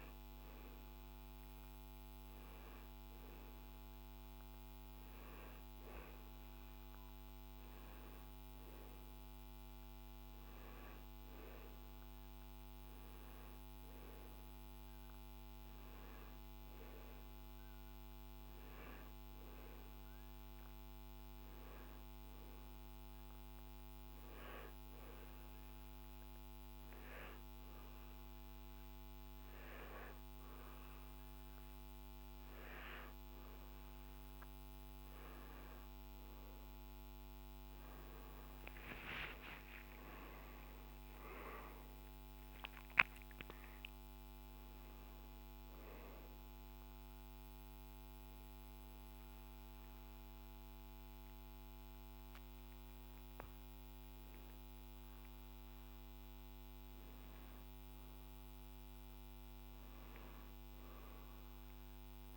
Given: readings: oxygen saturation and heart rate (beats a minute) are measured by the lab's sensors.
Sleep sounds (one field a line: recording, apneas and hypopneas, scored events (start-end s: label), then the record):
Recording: breathing in sleep, hard to hear, by a microphone on the trachea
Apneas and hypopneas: 1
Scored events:
39.00-43.00 s: arousal
47.50-57.50 s: obstructive apnea (oxygen 95% before, 92% lowest, heart rate 69 before, 56 extreme, up 8 after)
From the record:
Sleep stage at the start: N2 (light sleep)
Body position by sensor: on the right side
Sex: male